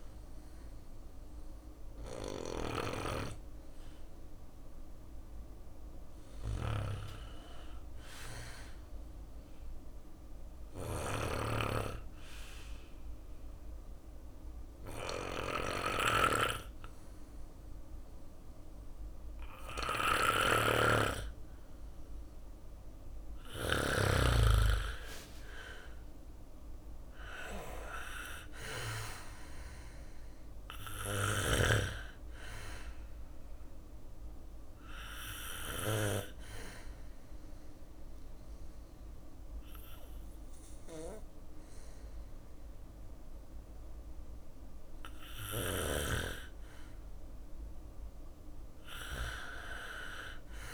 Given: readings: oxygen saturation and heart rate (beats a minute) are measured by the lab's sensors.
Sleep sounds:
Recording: breathing in sleep by a room microphone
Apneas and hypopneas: 2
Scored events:
0.00-2.00 s: snoring (device-marked)
0.00-2.50 s: bradycardia (device-marked, heart rate 59 extreme)
8.00-21.00 s: obstructive apnea (oxygen 98% before, 91% lowest, heart rate 61 before, 60 extreme, up 2 after)
9.50-23.00 s: snoring (device-marked)
22.50-25.50 s: arousal
30.50-45.50 s: oxygen desaturation (device-marked, oxygen 96% before, 91% lowest, heart rate 62 before, 59 extreme)
32.50-45.00 s: obstructive apnea (oxygen 97% before, 91% lowest, heart rate 62 before, 59 extreme, up 3 after)
46.50-49.50 s: arousal
From the record:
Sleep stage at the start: N2 (light sleep)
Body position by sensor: on the back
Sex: male

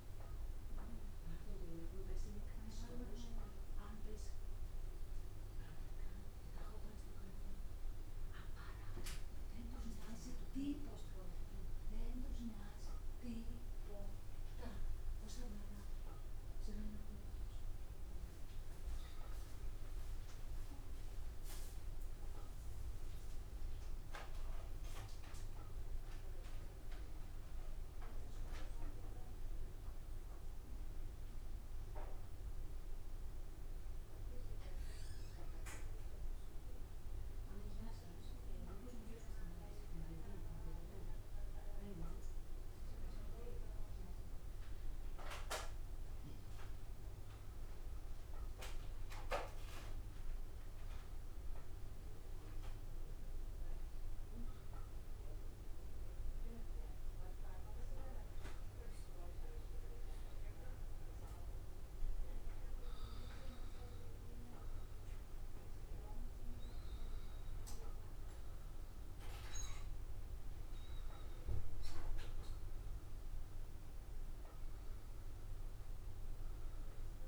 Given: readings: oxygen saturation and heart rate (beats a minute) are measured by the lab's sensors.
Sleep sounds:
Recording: breathing in sleep by a room microphone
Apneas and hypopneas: none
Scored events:
none scored
From the record:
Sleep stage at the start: N2 (light sleep)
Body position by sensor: on the back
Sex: male

